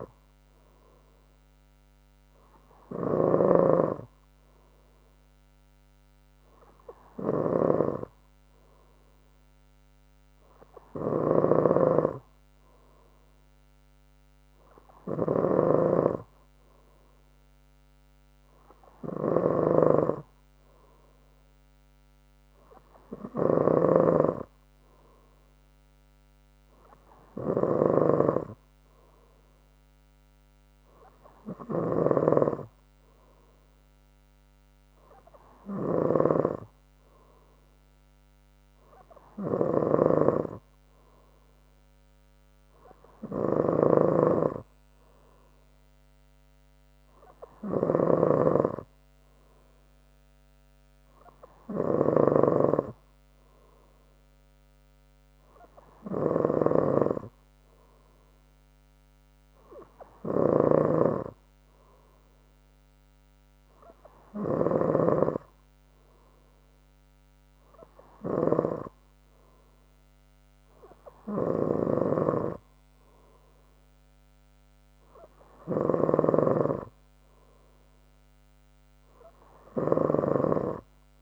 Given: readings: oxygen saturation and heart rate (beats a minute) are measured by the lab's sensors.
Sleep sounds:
breathing in sleep by a microphone on the trachea; none
48.50-53.00 s: snoring (device-marked)
59.50-61.50 s: long interval between heartbeats (device-marked, heart rate 65 before, 72 extreme)
75.50-77.50 s: long interval between heartbeats (device-marked, heart rate 67 before, 73 extreme)
From the record:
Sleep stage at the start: N3 (deep sleep); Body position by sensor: on the front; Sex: female

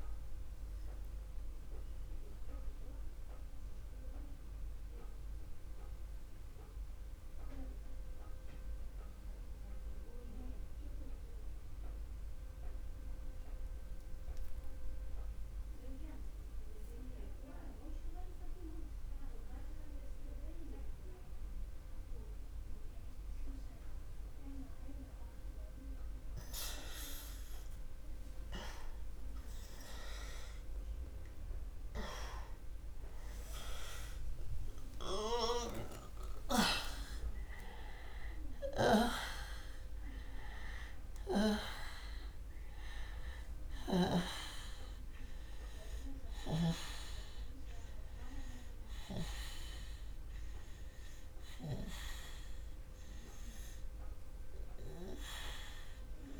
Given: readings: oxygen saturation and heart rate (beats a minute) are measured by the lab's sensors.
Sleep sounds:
breathing in sleep by a room microphone; 1
0.00-13.50 s: oxygen desaturation (device-marked, oxygen 85% lowest, heart rate 36 extreme)
2.50-28.50 s: obstructive apnea (oxygen 96% before, 83% lowest, heart rate 59 before, 36 extreme, up 18 after)
30.00-34.00 s: arousal
32.50-56.40 s: oxygen desaturation (device-marked, oxygen 97% before, 83% lowest, heart rate 51 before, 36 extreme)
From the record:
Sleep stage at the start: N2 (light sleep); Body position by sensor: on the back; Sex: male

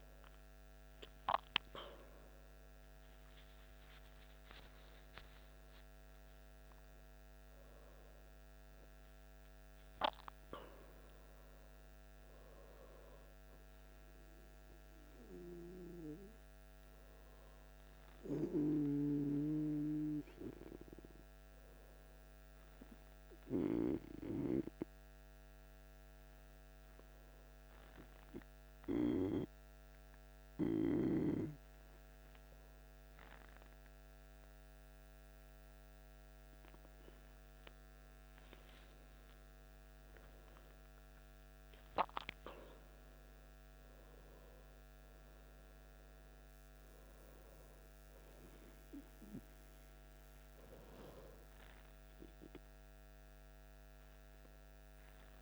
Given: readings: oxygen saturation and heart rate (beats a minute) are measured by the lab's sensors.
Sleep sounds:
a person partly awake in a sleep study, by a microphone on the trachea; 1
18.00-55.42 s: new sleep stage, N2 (light sleep)
24.50-36.00 s: hypopnea (oxygen 99% before, 97% lowest, heart rate 59 before, 52 extreme, up 8 after)
40.50-44.00 s: arousal
From the record:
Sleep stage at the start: awake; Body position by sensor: on the back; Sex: male

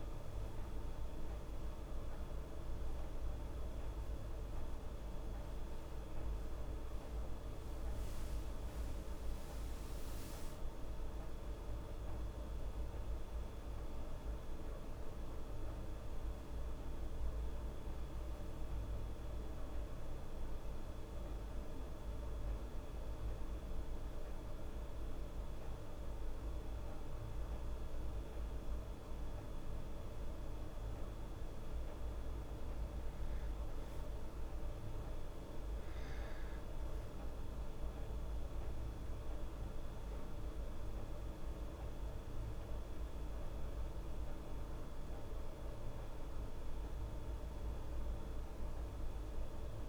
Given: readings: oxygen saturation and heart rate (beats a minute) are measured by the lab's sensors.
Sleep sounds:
breathing in sleep, hard to hear, by a room microphone; 1
0.00-1.50 s: oxygen desaturation (device-marked, oxygen 94% lowest, heart rate 71 extreme)
4.50-9.00 s: arousal
15.50-28.00 s: hypopnea (oxygen 99% before, 95% lowest, heart rate 76 before, 71 extreme, up 3 after)
29.50-33.50 s: arousal
35.50-47.50 s: oxygen desaturation (device-marked, oxygen 98% before, 95% lowest, heart rate 73 before, 73 extreme)
From the record:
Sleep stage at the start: N2 (light sleep); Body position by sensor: on the back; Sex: female

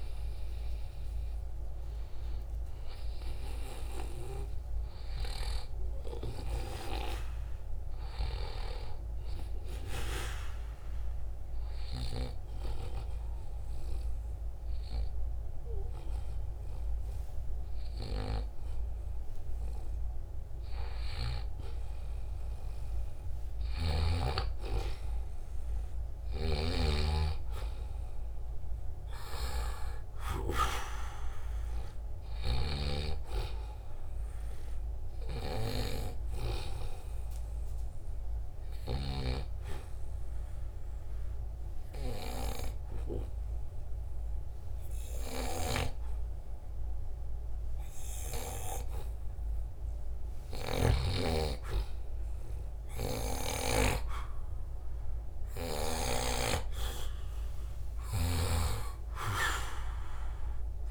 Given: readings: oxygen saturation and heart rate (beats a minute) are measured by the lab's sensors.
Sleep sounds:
breathing in sleep by a room microphone; 2
10.50-20.50 s: hypopnea (oxygen 95% before, 88% lowest, heart rate 80 before, 79 extreme)
23.00-27.00 s: arousal
39.00-49.00 s: obstructive apnea (oxygen 94% before, 87% lowest, heart rate 81 before, 78 extreme, up 0 after)
51.00-54.50 s: arousal
55.00-60.91 s: oxygen desaturation (device-marked, oxygen 93% before, 88% lowest, heart rate 81 before, 73 extreme)
58.00-60.91 s: snoring (device-marked)
From the record:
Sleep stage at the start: N2 (light sleep); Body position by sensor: on the right side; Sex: male

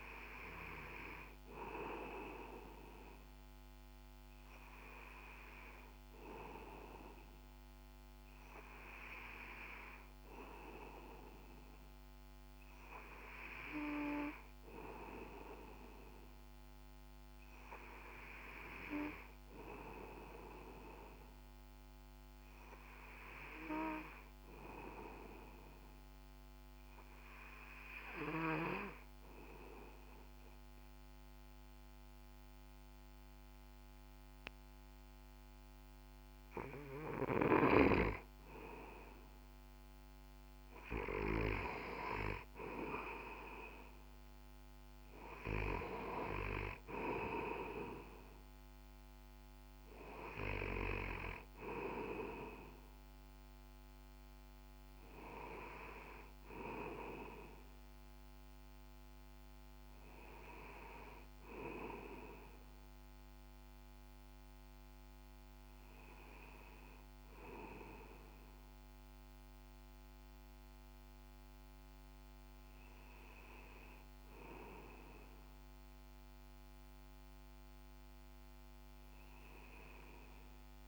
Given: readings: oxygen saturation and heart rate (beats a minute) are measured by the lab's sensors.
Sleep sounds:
breathing in sleep by a microphone on the trachea; 1
25.50-35.50 s: hypopnea (oxygen 96% before, 93% lowest, heart rate 61 before, 60 extreme, up 4 after)
39.00-42.50 s: arousal
56.50-68.50 s: oxygen desaturation (device-marked, oxygen 96% before, 93% lowest, heart rate 63 before, 54 extreme)
From the record:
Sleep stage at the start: N2 (light sleep); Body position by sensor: on the back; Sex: male

